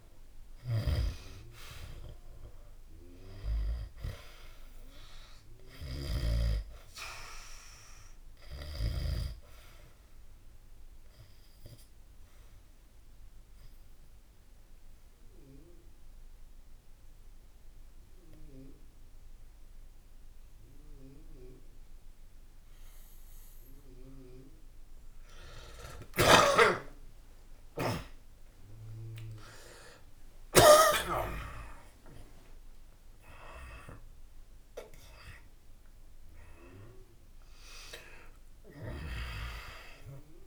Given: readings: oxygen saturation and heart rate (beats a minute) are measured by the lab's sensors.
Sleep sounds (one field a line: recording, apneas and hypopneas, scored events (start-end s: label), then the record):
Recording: breathing in sleep by a room microphone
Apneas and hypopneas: 1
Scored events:
0.00-1.50 s: arousal
0.50-6.00 s: snoring (device-marked)
3.50-16.50 s: oxygen desaturation (device-marked, oxygen 97% before, 91% lowest, heart rate 67 before, 68 extreme)
7.50-24.50 s: obstructive apnea (oxygen 97% before, 91% lowest, heart rate 67 before, 69 extreme, up 20 after)
25.50-30.50 s: snoring (device-marked)
27.00-32.50 s: arousal
From the record:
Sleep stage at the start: N2 (light sleep)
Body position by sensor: on the back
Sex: male